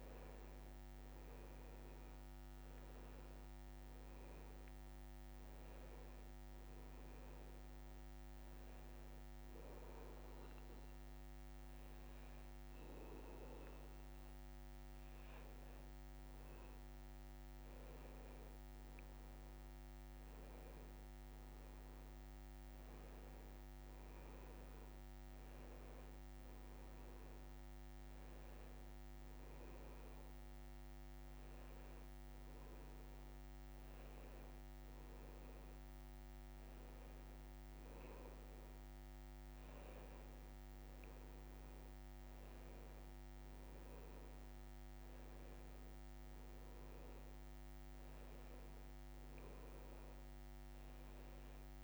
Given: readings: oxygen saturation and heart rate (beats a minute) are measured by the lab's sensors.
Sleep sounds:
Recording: breathing in sleep, hard to hear, by a microphone on the trachea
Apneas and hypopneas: none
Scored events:
none scored
From the record:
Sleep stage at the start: N2 (light sleep)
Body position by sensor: on the back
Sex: male

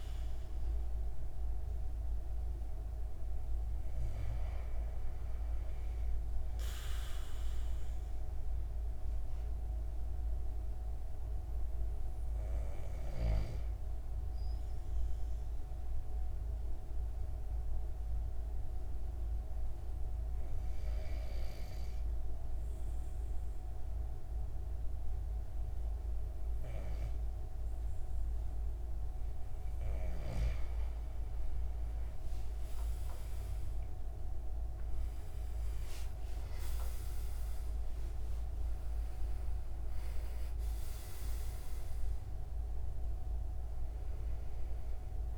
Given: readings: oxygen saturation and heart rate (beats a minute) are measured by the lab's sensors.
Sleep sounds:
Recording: breathing in sleep, hard to hear, by a room microphone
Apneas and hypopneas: 1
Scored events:
14.50-30.50 s: obstructive apnea (oxygen 95% before, 88% lowest)
32.00-37.50 s: arousal
32.00-45.38 s: oxygen desaturation (device-marked, oxygen 96% before, 88% lowest, heart rate 68 before, 144 extreme)
From the record:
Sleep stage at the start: N2 (light sleep)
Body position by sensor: on the back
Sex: male

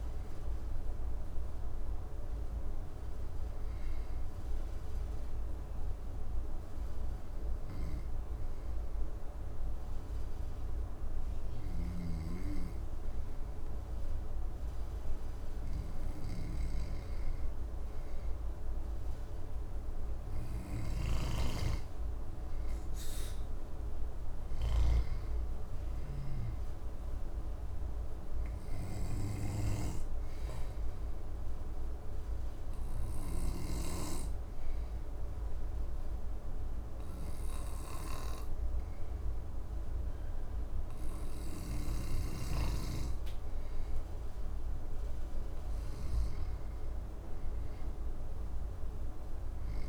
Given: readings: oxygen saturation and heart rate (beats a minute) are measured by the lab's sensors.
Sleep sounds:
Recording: breathing in sleep by a room microphone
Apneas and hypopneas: 2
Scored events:
3.50-17.00 s: obstructive apnea (oxygen 97% before, 96% lowest, heart rate 74 before, 64 extreme, up 6 after)
11.50-33.50 s: snoring (device-marked)
18.50-23.00 s: arousal
29.50-43.50 s: obstructive apnea (oxygen 99% before, 94% lowest, heart rate 67 before, 65 extreme, up 4 after)
41.50-49.89 s: snoring (device-marked)
45.50-49.50 s: arousal
From the record:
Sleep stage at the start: N2 (light sleep)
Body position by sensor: on the back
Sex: male

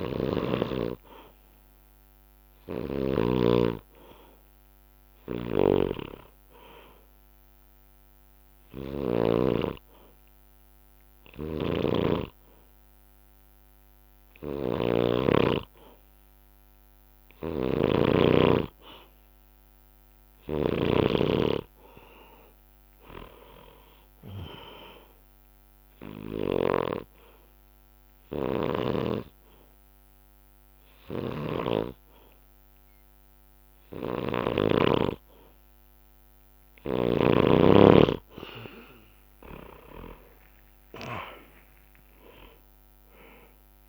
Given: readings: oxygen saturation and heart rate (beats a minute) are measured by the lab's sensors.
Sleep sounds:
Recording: breathing in sleep by a microphone on the trachea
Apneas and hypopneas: 1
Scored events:
0.00-9.00 s: snoring (device-marked)
11.00-20.50 s: snoring (device-marked)
21.00-23.50 s: arousal
25.00-36.00 s: hypopnea (oxygen 95% before, 93% lowest, heart rate 69 before, 59 extreme, up 10 after)
39.50-43.50 s: arousal
41.00-43.89 s: drop in pulse transit time (device-marked, heart rate 66 before, 64 extreme)
From the record:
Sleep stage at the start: N2 (light sleep)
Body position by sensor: on the back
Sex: male

